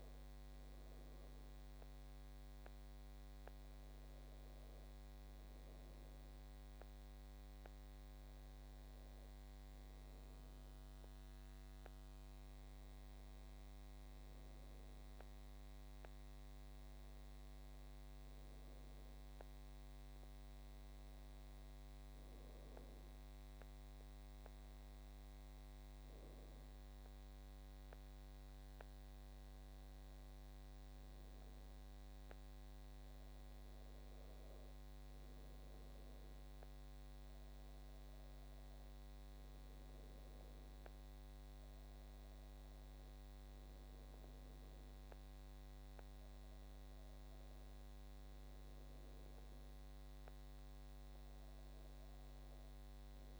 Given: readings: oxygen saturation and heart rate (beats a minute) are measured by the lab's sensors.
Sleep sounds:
breathing in sleep, hard to hear, by a microphone on the trachea; none
none scored
From the record:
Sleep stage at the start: N1 (lightest sleep); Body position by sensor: on the back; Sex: female

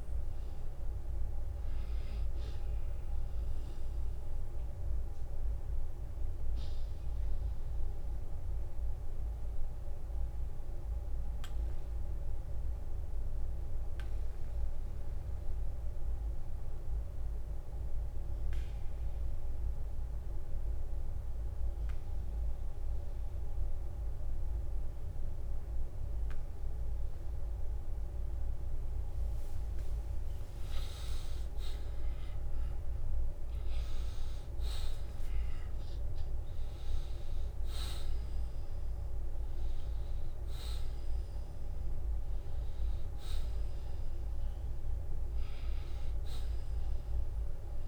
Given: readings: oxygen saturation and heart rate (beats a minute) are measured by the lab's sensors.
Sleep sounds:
breathing in sleep, hard to hear, by a room microphone; 1
0.00-2.00 s: long interval between heartbeats (device-marked, heart rate 54 before, 65 extreme)
4.00-29.00 s: obstructive apnea (oxygen 95% before, 85% lowest, heart rate 59 before, 50 extreme, up 10 after)
10.00-22.00 s: oxygen desaturation (device-marked, oxygen 92% before, 87% lowest, heart rate 60 before, 50 extreme)
20.00-22.00 s: long interval between heartbeats (device-marked, heart rate 60 before, 58 extreme)
30.50-36.50 s: arousal
41.00-47.88 s: oxygen desaturation (device-marked, oxygen 95% before, 90% lowest, heart rate 55 before, 53 extreme)
43.00-45.00 s: long interval between heartbeats (device-marked, heart rate 56 before, 61 extreme)
From the record:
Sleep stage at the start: N2 (light sleep); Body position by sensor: on the back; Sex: male

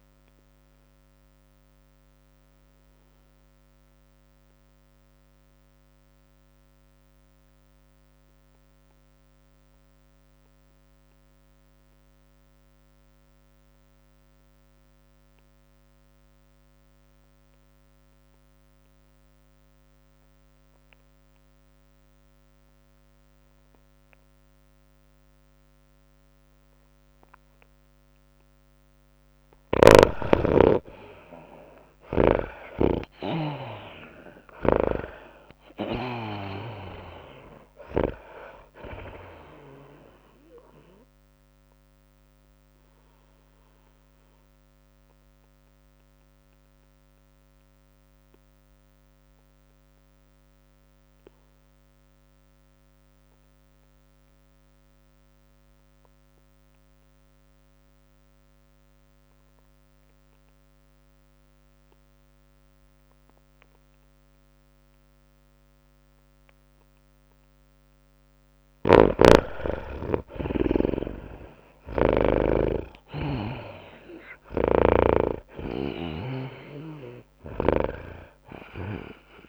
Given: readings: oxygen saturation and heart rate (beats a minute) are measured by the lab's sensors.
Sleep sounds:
breathing in sleep by a microphone on the trachea; 2
0.00-7.50 s: drop in pulse transit time (device-marked, heart rate 103 extreme)
0.00-9.50 s: oxygen desaturation (device-marked, oxygen 82% lowest, heart rate 99 extreme)
0.00-16.50 s: tachycardia (device-marked, heart rate 109 extreme)
2.00-28.00 s: obstructive apnea (oxygen 99% before, 81% lowest, heart rate 103 before, 99 extreme, up 6 after)
22.50-52.50 s: oxygen desaturation (device-marked, oxygen 99% before, 81% lowest, heart rate 104 before, 99 extreme)
30.50-65.50 s: tachycardia (device-marked, heart rate 104 before, 109 extreme)
31.00-35.50 s: arousal
33.50-49.50 s: drop in pulse transit time (device-marked, heart rate 100 before, 102 extreme)
42.00-68.50 s: obstructive apnea (oxygen 99% before, 78% lowest, heart rate 102 before, 97 extreme, up 5 after)
60.50-79.49 s: oxygen desaturation (device-marked, oxygen 99% before, 82% lowest, heart rate 105 before, 97 extreme)
68.50-78.50 s: tachycardia (device-marked, heart rate 104 before, 107 extreme)
69.00-73.00 s: snoring (device-marked)
71.00-74.50 s: arousal
73.50-79.49 s: drop in pulse transit time (device-marked, heart rate 101 before, 97 extreme)
75.00-78.50 s: snoring (device-marked)
From the record:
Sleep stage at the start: N2 (light sleep); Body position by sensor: on the back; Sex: female

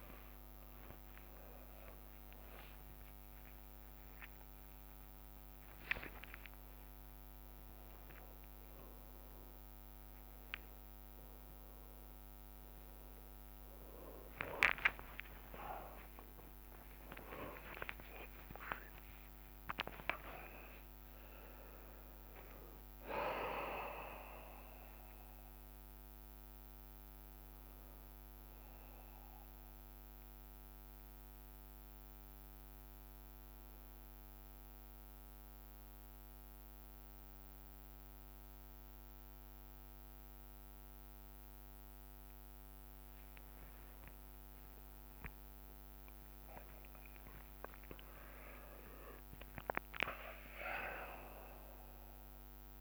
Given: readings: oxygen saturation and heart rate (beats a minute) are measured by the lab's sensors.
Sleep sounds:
a person awake in a sleep study, by a microphone on the trachea; 1
1.00-24.00 s: tachycardia (device-marked, heart rate 55 before, 210 extreme)
2.50-4.50 s: long interval between heartbeats (device-marked, heart rate 59 before, 75 extreme)
4.00-13.00 s: drop in pulse transit time (device-marked, heart rate 62 before, 113 extreme)
5.00-35.00 s: new sleep stage, awake
5.50-7.50 s: long interval between heartbeats (device-marked, heart rate 64 before, 149 extreme)
9.00-11.00 s: long interval between heartbeats (device-marked, heart rate 86 before, 186 extreme)
11.50-13.50 s: long interval between heartbeats (device-marked, heart rate 100 before, 179 extreme)
13.50-15.50 s: long interval between heartbeats (device-marked, heart rate 112 before, 175 extreme)
17.00-19.00 s: long interval between heartbeats (device-marked, heart rate 135 before, 145 extreme)
19.00-21.00 s: long interval between heartbeats (device-marked, heart rate 144 before, 136 extreme)
24.00-31.00 s: bradycardia (device-marked)
24.00-36.00 s: drop in pulse transit time (device-marked)
28.50-42.50 s: hypopnea (oxygen 95% before, 92% lowest, heart rate 152 before, 57 extreme, up 23 after)
33.00-40.00 s: bradycardia (device-marked, heart rate 60 before, 30 extreme)
35.00-52.81 s: new sleep stage, N1 (lightest sleep)
43.50-45.50 s: long interval between heartbeats (device-marked, heart rate 61 before, 66 extreme)
45.00-50.50 s: arousal
47.50-49.50 s: long interval between heartbeats (device-marked, heart rate 47 before, 77 extreme)
From the record:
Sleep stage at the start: N1 (lightest sleep); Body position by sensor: on the right side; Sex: male

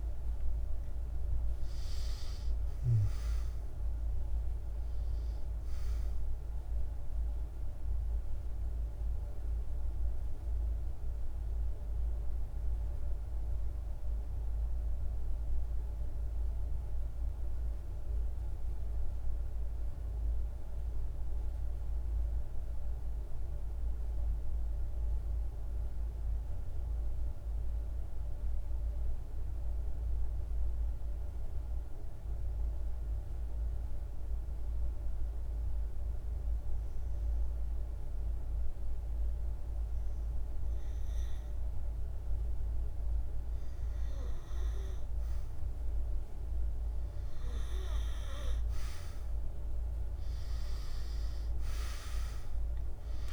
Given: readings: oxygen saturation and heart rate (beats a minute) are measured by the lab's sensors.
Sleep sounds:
breathing in sleep, hard to hear, by a room microphone; 1
0.00-21.00 s: oxygen desaturation (device-marked, oxygen 93% lowest, heart rate 52 extreme)
10.00-37.00 s: mixed apnea (oxygen 99% before, 90% lowest, heart rate 74 before, 52 extreme, up 2 after)
36.00-53.33 s: oxygen desaturation (device-marked, oxygen 100% before, 90% lowest, heart rate 52 before, 53 extreme)
51.00-53.33 s: arousal
From the record:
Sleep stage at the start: REM sleep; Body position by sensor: on the back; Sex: male

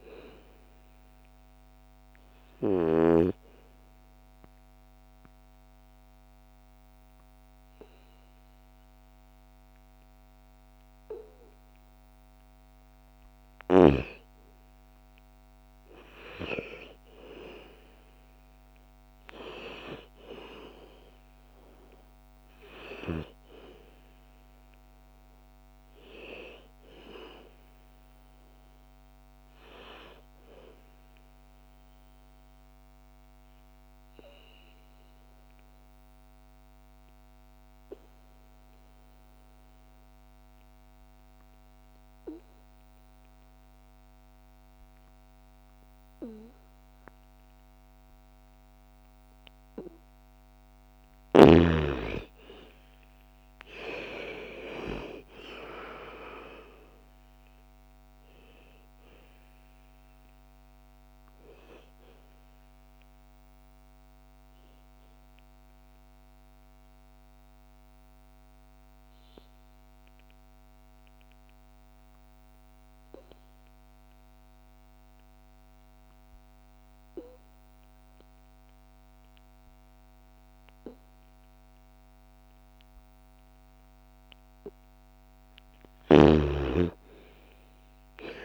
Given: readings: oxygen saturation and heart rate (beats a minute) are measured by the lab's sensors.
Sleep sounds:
breathing in sleep by a microphone on the trachea; 3
0.00-12.50 s: oxygen desaturation (device-marked, oxygen 81% lowest, heart rate 57 extreme)
3.00-13.00 s: obstructive apnea (oxygen 99% before, 81% lowest, heart rate 63 before, 57 extreme, up 8 after)
14.00-18.50 s: arousal
23.50-33.50 s: oxygen desaturation (device-marked, oxygen 99% before, 93% lowest, heart rate 62 before, 54 extreme)
31.00-50.00 s: obstructive apnea (oxygen 99% before, 82% lowest, heart rate 63 before, 54 extreme, up 15 after)
48.50-78.50 s: oxygen desaturation (device-marked, oxygen 97% before, 82% lowest, heart rate 58 before, 55 extreme)
51.50-55.50 s: arousal
62.50-84.00 s: obstructive apnea (oxygen 97% before, 82% lowest, heart rate 60 before, 55 extreme, up 12 after)
85.50-88.45 s: snoring (device-marked)
86.00-88.45 s: arousal
86.50-88.45 s: oxygen desaturation (device-marked, oxygen 98% before, 84% lowest, heart rate 57 before, 55 extreme)
From the record:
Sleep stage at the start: N2 (light sleep); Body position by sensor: on the back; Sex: female

